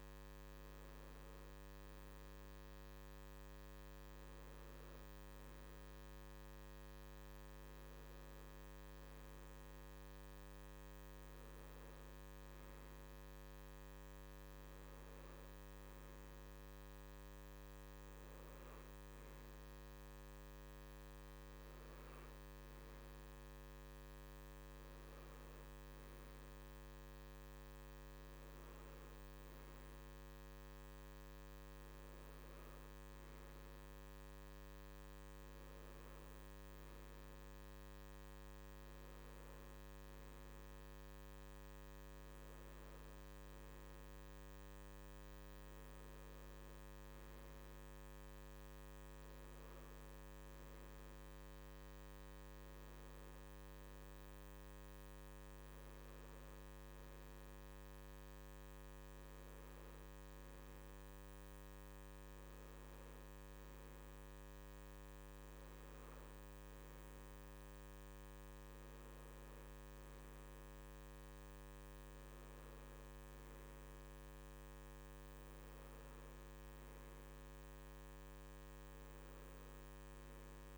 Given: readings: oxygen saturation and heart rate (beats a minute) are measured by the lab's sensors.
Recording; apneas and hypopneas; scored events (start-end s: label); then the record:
breathing in sleep, hard to hear, by a microphone on the trachea; none
none scored
From the record:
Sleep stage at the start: N3 (deep sleep); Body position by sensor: on the right side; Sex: male